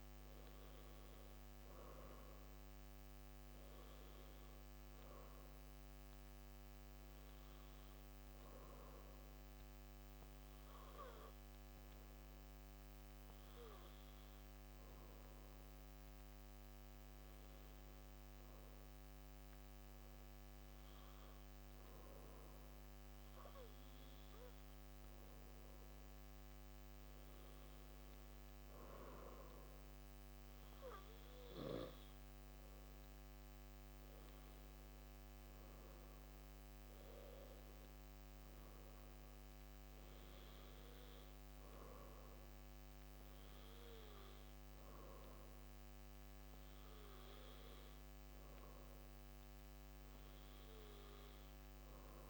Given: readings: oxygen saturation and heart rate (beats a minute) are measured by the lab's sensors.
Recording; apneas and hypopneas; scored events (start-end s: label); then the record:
breathing in sleep, hard to hear, by a microphone on the trachea; 1
7.50-26.00 s: hypopnea (oxygen 97% before, 94% lowest)
33.00-38.00 s: arousal
From the record:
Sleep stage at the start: N2 (light sleep); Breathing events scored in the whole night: 182 in 5.9 hours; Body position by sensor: on the back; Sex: male